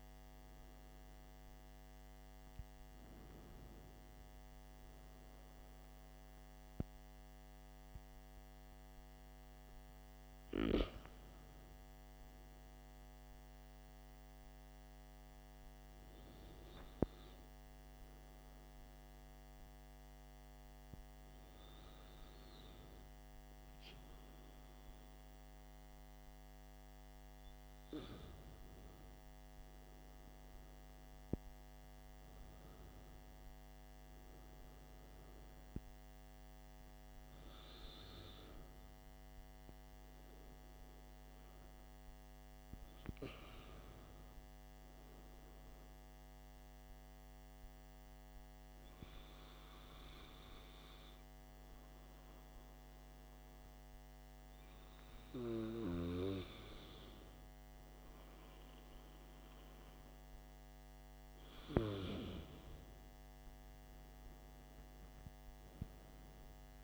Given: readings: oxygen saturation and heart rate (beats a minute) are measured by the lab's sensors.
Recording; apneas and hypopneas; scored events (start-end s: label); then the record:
breathing in sleep by a microphone on the trachea; 1
47.50-61.00 s: hypopnea (oxygen 95% before, 92% lowest, heart rate 58 before, 49 extreme, up 13 after)
63.50-66.84 s: arousal
From the record:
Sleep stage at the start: N2 (light sleep); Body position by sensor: on the back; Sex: male